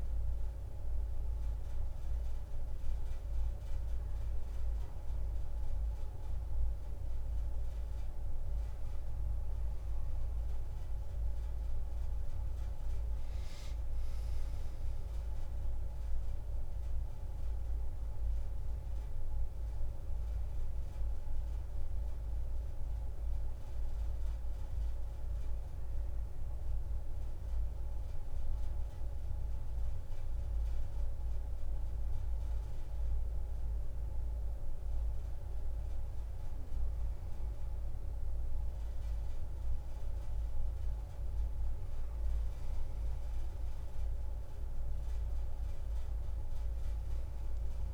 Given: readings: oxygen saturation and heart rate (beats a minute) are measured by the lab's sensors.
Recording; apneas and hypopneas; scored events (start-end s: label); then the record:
breathing in sleep, hard to hear, by a room microphone; 1
13.00-25.00 s: oxygen desaturation (device-marked, oxygen 97% before, 93% lowest)
14.50-19.00 s: arousal
23.50-33.50 s: central apnea (oxygen 97% before, 91% lowest)
36.50-40.00 s: arousal
42.00-47.94 s: oxygen desaturation (device-marked, oxygen 97% before, 92% lowest)
From the record:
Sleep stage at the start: N2 (light sleep); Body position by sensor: on the back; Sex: female